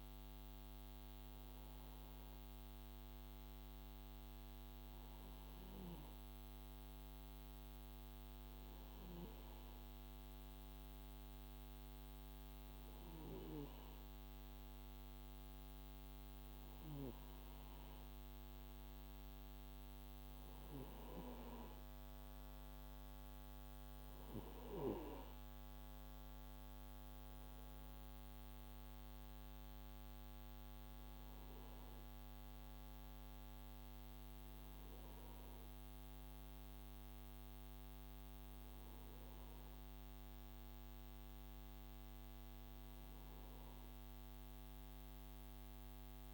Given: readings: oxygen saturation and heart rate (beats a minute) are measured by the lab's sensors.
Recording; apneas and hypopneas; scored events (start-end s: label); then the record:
breathing in sleep, hard to hear, by a microphone on the trachea; none
25.00-27.00 s: long interval between heartbeats (device-marked, heart rate 56 before, 67 extreme)
From the record:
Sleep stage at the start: N2 (light sleep); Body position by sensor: on the right side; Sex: male